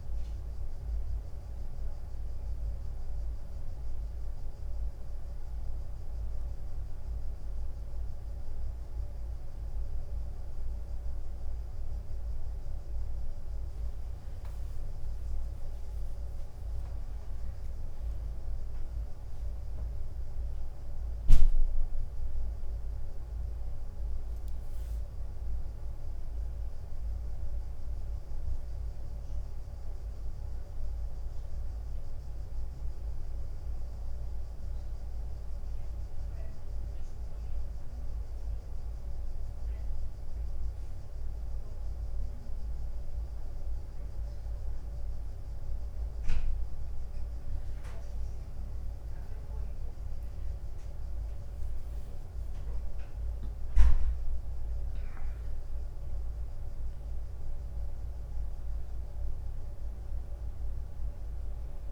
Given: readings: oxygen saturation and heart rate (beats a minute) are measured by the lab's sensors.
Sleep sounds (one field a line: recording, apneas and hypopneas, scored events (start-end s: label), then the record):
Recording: breathing in sleep, hard to hear, by a room microphone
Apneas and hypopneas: none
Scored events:
0.00-1.50 s: oxygen desaturation (device-marked, oxygen 93% lowest, heart rate 98 extreme)
9.50-24.50 s: tachycardia (device-marked, heart rate 98 before, 104 extreme)
27.50-34.50 s: tachycardia (device-marked, heart rate 98 before, 101 extreme)
43.50-61.92 s: tachycardia (device-marked, heart rate 98 before, 106 extreme)
49.50-61.50 s: drop in pulse transit time (device-marked, heart rate 100 before, 101 extreme)
60.50-61.92 s: new sleep stage, awake
From the record:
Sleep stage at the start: N1 (lightest sleep)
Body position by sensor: on the right side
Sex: male